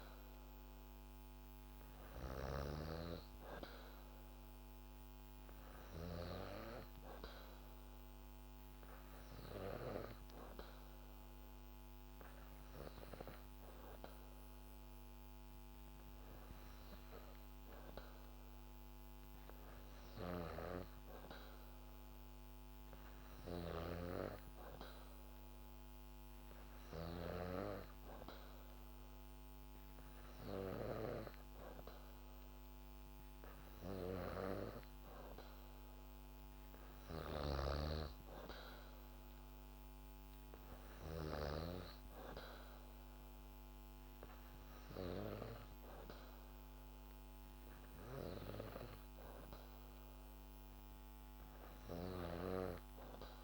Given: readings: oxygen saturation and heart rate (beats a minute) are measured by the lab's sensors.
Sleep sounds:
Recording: breathing in sleep by a microphone on the trachea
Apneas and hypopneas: none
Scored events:
0.00-4.50 s: arousal
From the record:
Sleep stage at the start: N2 (light sleep)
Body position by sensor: on the back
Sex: female

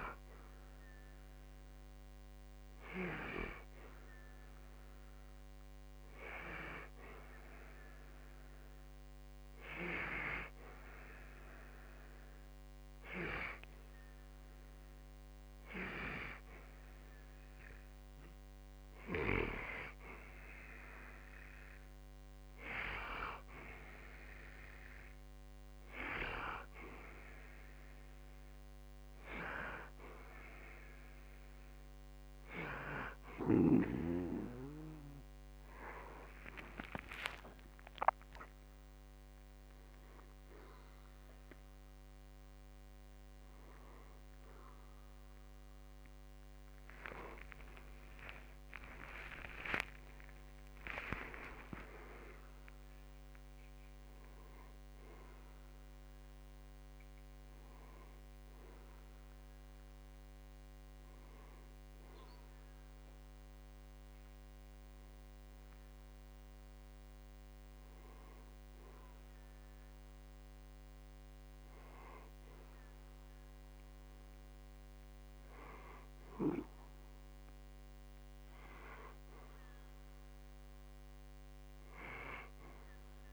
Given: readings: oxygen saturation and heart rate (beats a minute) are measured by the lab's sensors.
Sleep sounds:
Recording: a person partly awake in a sleep study, by a microphone on the trachea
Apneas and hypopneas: none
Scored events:
35.00-65.00 s: new sleep stage, awake
65.00-83.33 s: new sleep stage, N1 (lightest sleep)
From the record:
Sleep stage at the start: N2 (light sleep)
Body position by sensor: on the back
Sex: male

